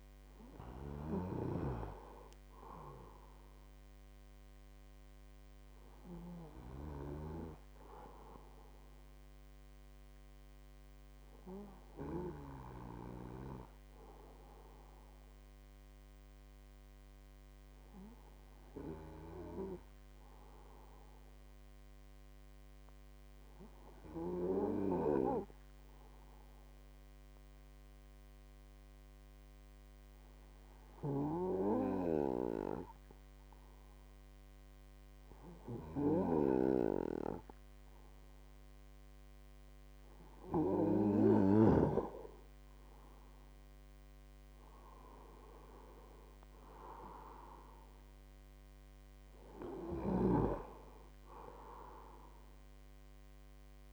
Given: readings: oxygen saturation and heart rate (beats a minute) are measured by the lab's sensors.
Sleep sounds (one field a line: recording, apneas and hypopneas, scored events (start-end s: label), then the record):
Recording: breathing in sleep by a microphone on the trachea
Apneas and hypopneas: 1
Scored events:
16.50-37.00 s: hypopnea (oxygen 98% before, 95% lowest, heart rate 52 before, 49 extreme, up 3 after)
42.50-45.50 s: arousal
From the record:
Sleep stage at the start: N2 (light sleep)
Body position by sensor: on the right side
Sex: male